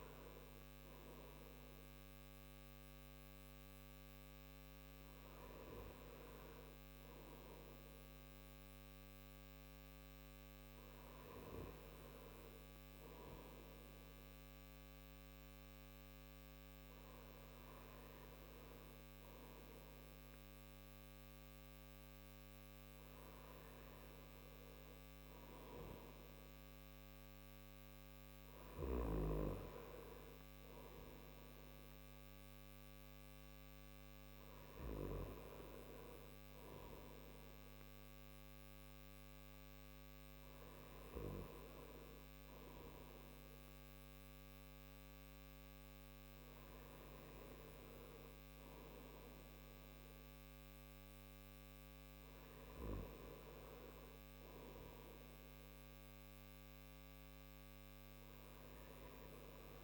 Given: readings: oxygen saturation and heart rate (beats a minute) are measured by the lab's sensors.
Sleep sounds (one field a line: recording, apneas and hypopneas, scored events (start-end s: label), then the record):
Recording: breathing in sleep by a microphone on the trachea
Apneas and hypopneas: none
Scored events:
none scored
From the record:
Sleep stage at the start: N3 (deep sleep)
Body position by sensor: on the back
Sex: male